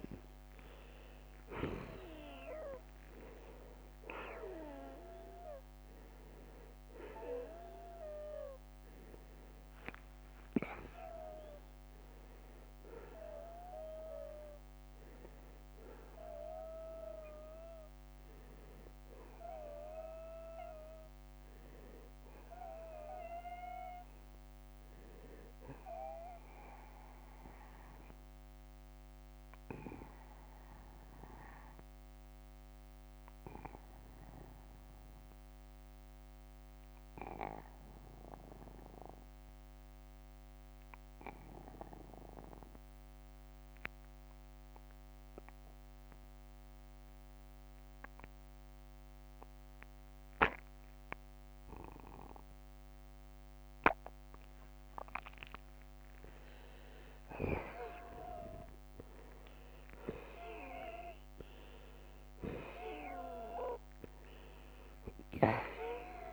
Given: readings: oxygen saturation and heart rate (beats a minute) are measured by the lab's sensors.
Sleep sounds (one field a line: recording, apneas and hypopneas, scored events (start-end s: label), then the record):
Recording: breathing in sleep by a microphone on the trachea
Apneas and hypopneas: 1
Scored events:
0.00-1.00 s: arousal
1.50-30.50 s: oxygen desaturation (device-marked, oxygen 96% before, 84% lowest, heart rate 52 before, 43 extreme)
2.50-4.50 s: long interval between heartbeats (device-marked, heart rate 53 before, 90 extreme)
2.50-4.50 s: tachycardia (device-marked, heart rate 61 before, 99 extreme)
9.50-11.50 s: long interval between heartbeats (device-marked, heart rate 68 before, 83 extreme)
15.50-54.00 s: obstructive apnea (oxygen 96% before, 81% lowest, heart rate 79 before, 43 extreme, up 21 after)
24.50-54.50 s: new sleep stage, N2 (light sleep)
50.00-52.00 s: long interval between heartbeats (device-marked, heart rate 52 before, 52 extreme)
54.50-66.33 s: new sleep stage, N1 (lightest sleep)
60.00-65.00 s: arousal
62.50-66.33 s: oxygen desaturation (device-marked, oxygen 94% before, 81% lowest, heart rate 52 before, 40 extreme)
65.00-66.33 s: long interval between heartbeats (device-marked, heart rate 52 before, 57 extreme)
From the record:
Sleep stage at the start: N1 (lightest sleep)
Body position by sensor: on the back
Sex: male